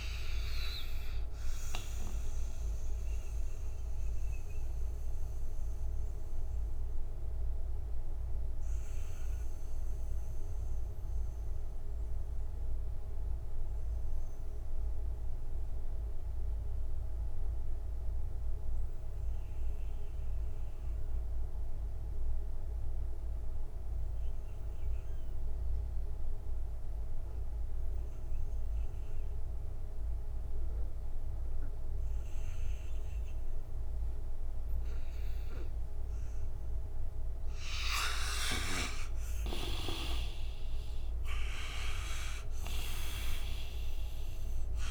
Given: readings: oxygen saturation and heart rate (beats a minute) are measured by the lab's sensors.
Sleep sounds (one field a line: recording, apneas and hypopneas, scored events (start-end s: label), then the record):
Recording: breathing in sleep by a room microphone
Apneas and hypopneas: 1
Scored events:
0.00-20.50 s: oxygen desaturation (device-marked, oxygen 84% lowest, heart rate 57 extreme)
1.50-36.50 s: mixed apnea (oxygen 98% before, 83% lowest, heart rate 67 before, 57 extreme, up 31 after)
33.50-44.91 s: oxygen desaturation (device-marked, oxygen 98% before, 83% lowest, heart rate 64 before, 58 extreme)
38.00-43.00 s: arousal
From the record:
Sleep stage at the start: N2 (light sleep)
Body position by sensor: on the right side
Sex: male